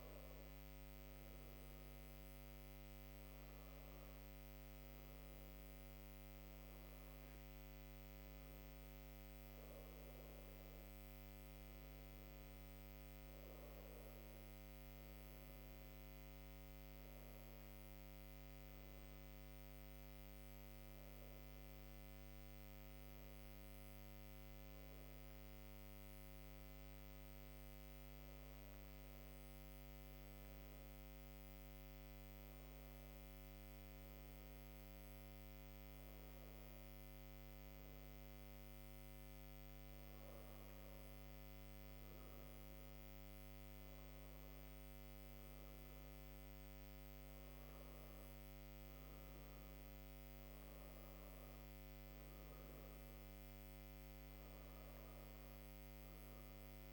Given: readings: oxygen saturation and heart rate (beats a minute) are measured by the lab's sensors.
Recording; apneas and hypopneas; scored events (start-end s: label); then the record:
breathing in sleep, hard to hear, by a microphone on the trachea; none
none scored
From the record:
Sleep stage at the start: N2 (light sleep); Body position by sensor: on the right side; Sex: female